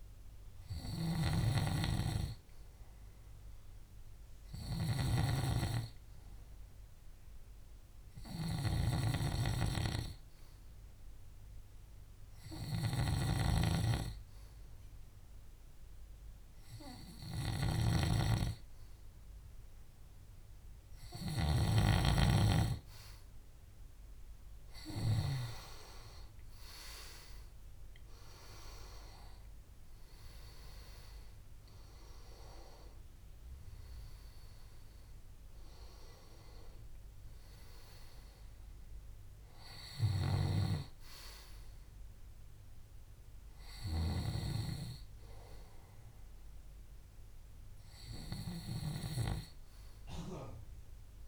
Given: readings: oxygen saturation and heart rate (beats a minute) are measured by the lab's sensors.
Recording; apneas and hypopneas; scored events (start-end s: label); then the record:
breathing in sleep by a room microphone; 1
0.00-25.50 s: snoring (device-marked)
1.50-5.00 s: arousal
9.00-23.00 s: hypopnea (oxygen 95% before, 93% lowest, heart rate 66 before, 66 extreme, up 5 after)
26.50-30.00 s: arousal
From the record:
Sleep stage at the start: N2 (light sleep); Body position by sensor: on the back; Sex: male